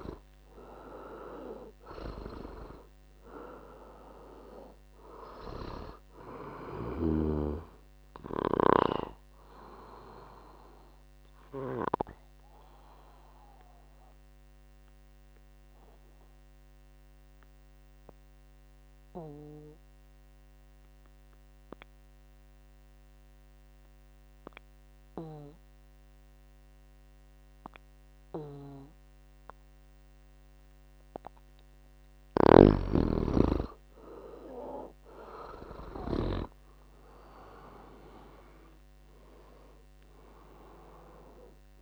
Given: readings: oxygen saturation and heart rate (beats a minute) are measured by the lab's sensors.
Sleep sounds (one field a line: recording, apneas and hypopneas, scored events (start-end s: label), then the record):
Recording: breathing in sleep by a microphone on the trachea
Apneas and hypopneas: 1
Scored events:
0.00-3.00 s: arousal
4.50-27.50 s: oxygen desaturation (device-marked, oxygen 99% before, 85% lowest, heart rate 63 before, 56 extreme)
9.50-30.50 s: obstructive apnea (oxygen 99% before, 85% lowest, heart rate 66 before, 56 extreme, up 10 after)
32.50-41.82 s: oxygen desaturation (device-marked, oxygen 99% before, 89% lowest, heart rate 64 before, 56 extreme)
33.50-38.50 s: arousal
From the record:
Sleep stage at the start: N2 (light sleep)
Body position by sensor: on the back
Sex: male